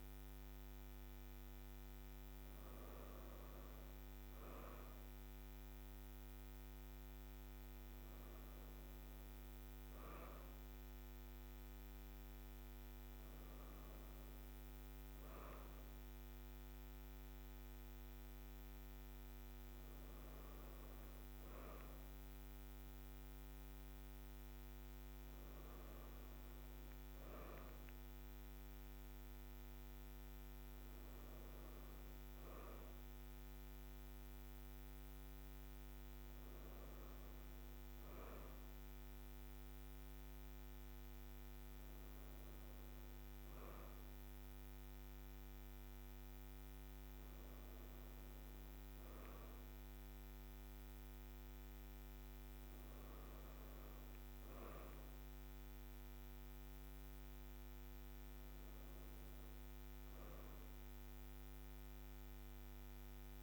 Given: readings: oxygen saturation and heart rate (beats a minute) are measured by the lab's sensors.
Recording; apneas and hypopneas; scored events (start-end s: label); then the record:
breathing in sleep, hard to hear, by a microphone on the trachea; none
none scored
From the record:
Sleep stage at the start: N2 (light sleep); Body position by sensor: on the right side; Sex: female